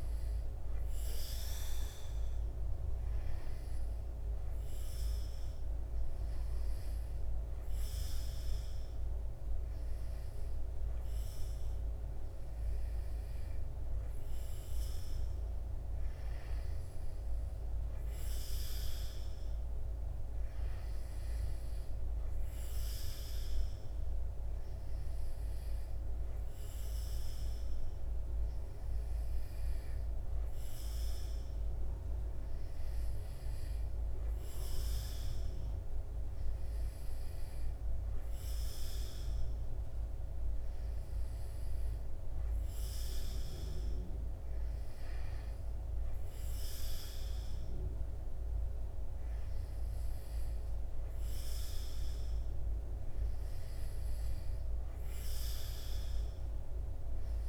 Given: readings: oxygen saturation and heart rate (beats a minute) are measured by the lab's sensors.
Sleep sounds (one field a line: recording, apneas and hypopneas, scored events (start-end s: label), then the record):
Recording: breathing in sleep, hard to hear, by a room microphone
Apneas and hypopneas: none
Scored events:
none scored
From the record:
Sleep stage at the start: N2 (light sleep)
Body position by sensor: on the back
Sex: male